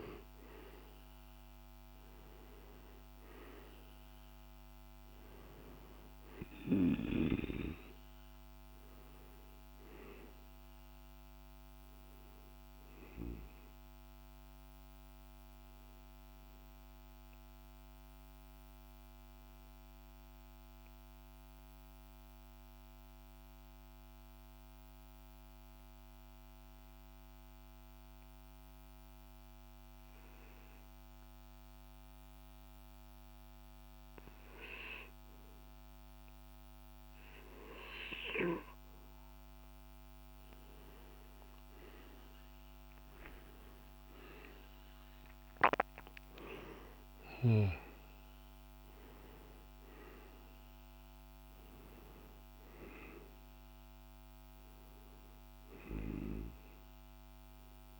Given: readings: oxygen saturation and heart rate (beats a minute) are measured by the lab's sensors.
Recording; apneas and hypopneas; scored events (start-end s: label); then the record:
breathing in sleep by a microphone on the trachea; 1
0.00-20.50 s: oxygen desaturation (device-marked, oxygen 92% lowest, heart rate 49 extreme)
20.00-33.50 s: obstructive apnea (oxygen 99% before, 92% lowest, heart rate 51 before, 50 extreme, up 1 after)
38.50-57.99 s: oxygen desaturation (device-marked, oxygen 98% before, 92% lowest, heart rate 50 before, 49 extreme)
41.00-45.50 s: arousal
From the record:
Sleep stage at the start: N2 (light sleep); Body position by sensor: on the back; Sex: male